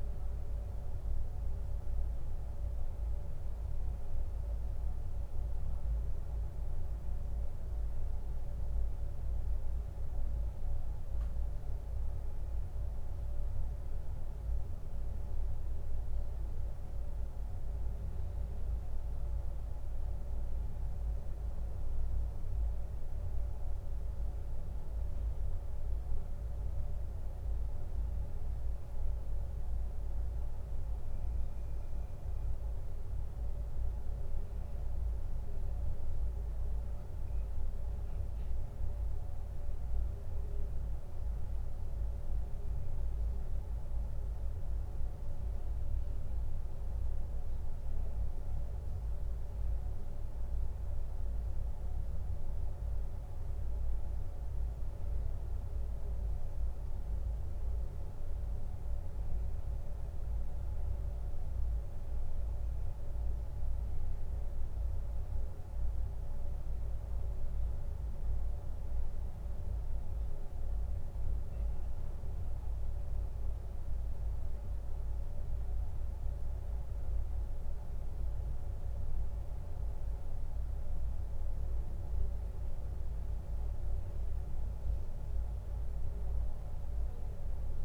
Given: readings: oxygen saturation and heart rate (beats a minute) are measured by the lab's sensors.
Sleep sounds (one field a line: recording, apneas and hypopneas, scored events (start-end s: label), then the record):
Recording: breathing in sleep, hard to hear, by a room microphone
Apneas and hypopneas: none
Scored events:
none scored
From the record:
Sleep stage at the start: N2 (light sleep)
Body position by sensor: on the back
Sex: male